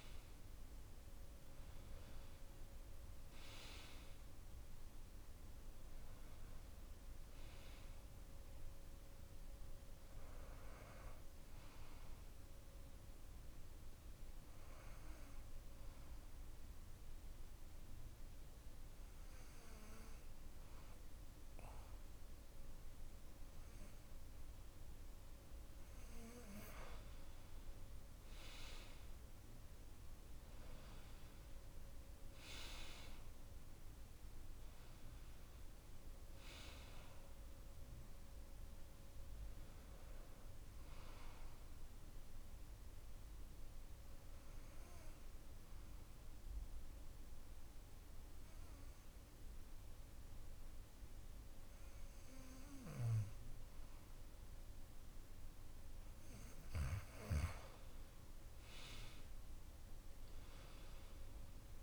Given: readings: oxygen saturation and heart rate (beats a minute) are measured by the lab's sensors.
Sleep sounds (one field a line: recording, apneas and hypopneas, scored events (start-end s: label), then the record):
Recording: breathing in sleep by a room microphone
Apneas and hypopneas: 2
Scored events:
0.00-1.00 s: arousal
14.50-26.50 s: obstructive apnea (oxygen 96% before, 92% lowest)
34.00-37.50 s: arousal
34.50-51.50 s: oxygen desaturation (device-marked, oxygen 96% before, 92% lowest)
43.50-56.50 s: obstructive apnea (oxygen 96% before, 92% lowest)
57.00-61.00 s: arousal
From the record:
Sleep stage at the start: N2 (light sleep)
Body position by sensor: on the back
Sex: male